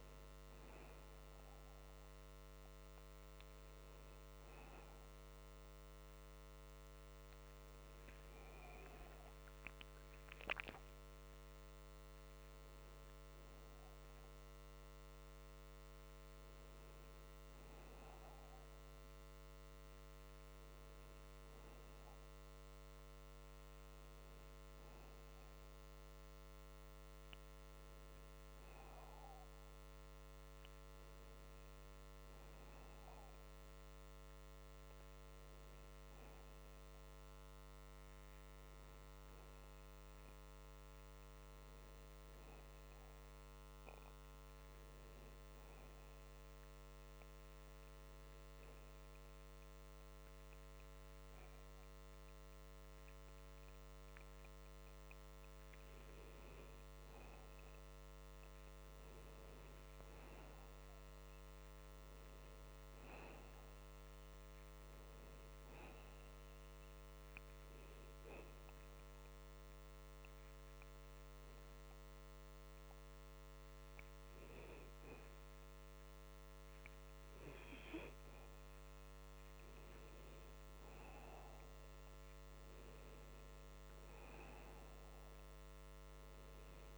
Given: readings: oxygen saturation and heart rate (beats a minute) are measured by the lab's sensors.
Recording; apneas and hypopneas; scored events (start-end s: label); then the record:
breathing in sleep, hard to hear, by a microphone on the trachea; 2
0.00-18.00 s: oxygen desaturation (device-marked, oxygen 91% lowest)
45.50-56.00 s: hypopnea (oxygen 99% before, 91% lowest)
57.50-61.00 s: arousal
59.00-86.97 s: oxygen desaturation (device-marked, oxygen 96% before, 91% lowest)
68.00-79.00 s: obstructive apnea (oxygen 97% before, 91% lowest)
81.00-84.50 s: arousal
From the record:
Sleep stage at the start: N2 (light sleep); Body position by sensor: on the back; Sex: male